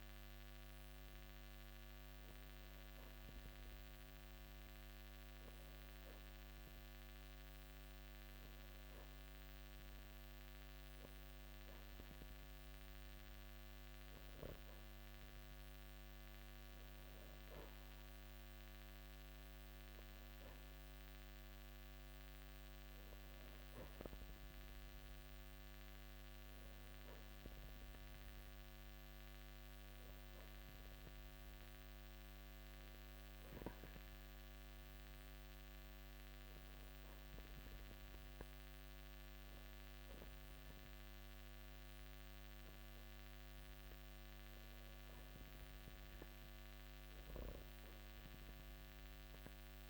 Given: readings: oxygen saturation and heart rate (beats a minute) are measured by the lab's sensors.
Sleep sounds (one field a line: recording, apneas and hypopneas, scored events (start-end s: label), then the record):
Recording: breathing in sleep, hard to hear, by a microphone on the trachea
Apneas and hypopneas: 1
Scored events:
16.50-20.00 s: arousal
24.50-43.50 s: hypopnea (oxygen 93% before, 90% lowest, heart rate 56 before, 55 extreme, up 0 after)
From the record:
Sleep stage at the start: N2 (light sleep)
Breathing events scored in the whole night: 180 in 3.3 hours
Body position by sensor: on the back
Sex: male